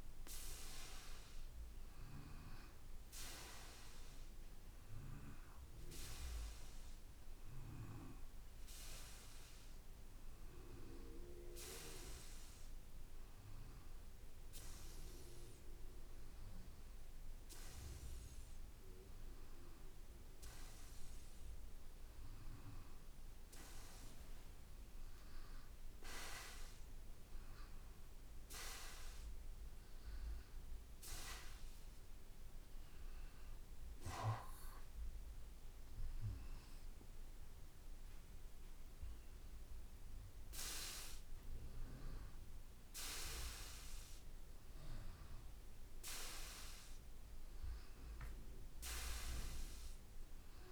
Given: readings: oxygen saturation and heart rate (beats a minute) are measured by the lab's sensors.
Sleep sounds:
breathing in sleep by a room microphone; none
none scored
From the record:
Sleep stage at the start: N2 (light sleep); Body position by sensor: on the back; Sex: male

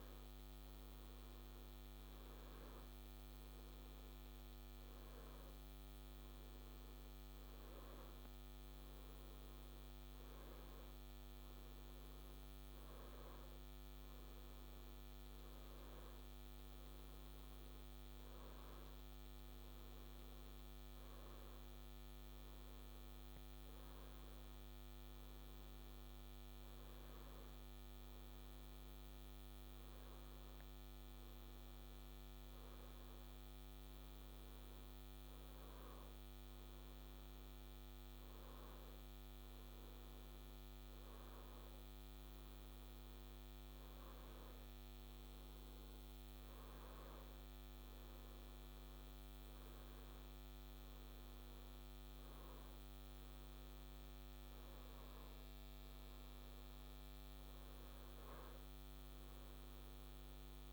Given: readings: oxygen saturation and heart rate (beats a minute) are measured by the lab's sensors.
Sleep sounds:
breathing in sleep, hard to hear, by a microphone on the trachea; none
none scored
From the record:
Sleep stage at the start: N1 (lightest sleep); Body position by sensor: on the back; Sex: male

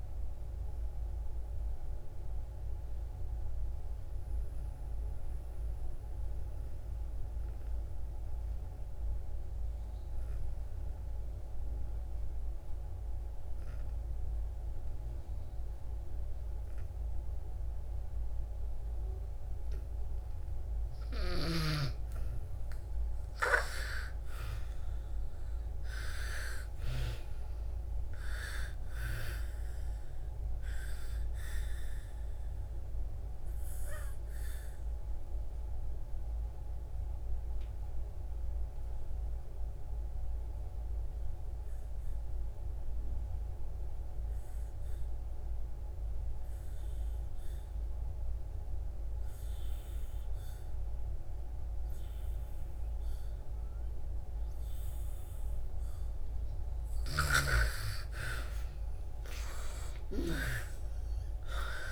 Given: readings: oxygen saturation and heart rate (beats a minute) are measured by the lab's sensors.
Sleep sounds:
breathing in sleep by a room microphone; 2
0.00-16.50 s: oxygen desaturation (device-marked, oxygen 77% lowest, heart rate 57 extreme)
4.50-20.00 s: obstructive apnea (oxygen 98% before, 77% lowest, heart rate 71 before, 56 extreme, up 28 after)
22.00-27.50 s: arousal
23.50-46.50 s: oxygen desaturation (device-marked, oxygen 98% before, 85% lowest, heart rate 62 before, 56 extreme)
33.00-55.50 s: obstructive apnea (oxygen 98% before, 80% lowest, heart rate 71 before, 56 extreme, up 25 after)
52.50-61.92 s: oxygen desaturation (device-marked, oxygen 97% before, 80% lowest, heart rate 62 before, 56 extreme)
58.00-61.00 s: arousal
From the record:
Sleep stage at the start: N2 (light sleep); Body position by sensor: on the back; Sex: female

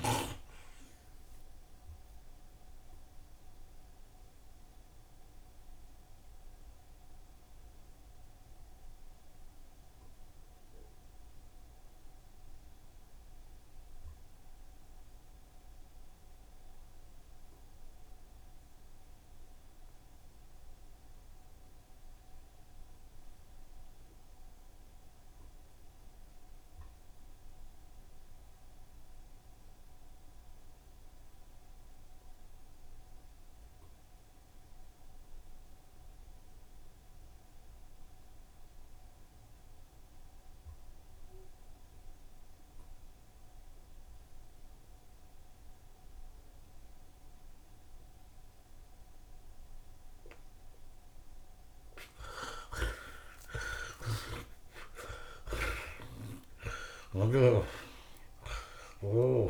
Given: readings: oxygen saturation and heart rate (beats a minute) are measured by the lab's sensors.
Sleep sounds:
breathing in sleep by a room microphone; 1
0.00-1.50 s: long interval between heartbeats (device-marked, heart rate 104 extreme)
0.00-13.00 s: oxygen desaturation (device-marked, oxygen 52% lowest, heart rate 66 extreme)
2.00-48.50 s: mixed apnea (oxygen 83% before, 52% lowest, heart rate 95 before, 66 extreme, up 15 after)
5.00-10.00 s: tachycardia (device-marked, heart rate 76 before, 108 extreme)
6.00-8.00 s: long interval between heartbeats (device-marked, heart rate 99 before, 86 extreme)
8.00-10.00 s: long interval between heartbeats (device-marked, heart rate 99 before, 104 extreme)
15.00-59.50 s: oxygen desaturation (device-marked, oxygen 87% before, 52% lowest, heart rate 99 before, 66 extreme)
20.50-22.50 s: long interval between heartbeats (device-marked, heart rate 94 before, 75 extreme)
52.00-56.50 s: arousal
54.00-56.00 s: long interval between heartbeats (device-marked, heart rate 78 before, 89 extreme)
From the record:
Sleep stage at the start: N2 (light sleep); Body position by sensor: on the right side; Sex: male

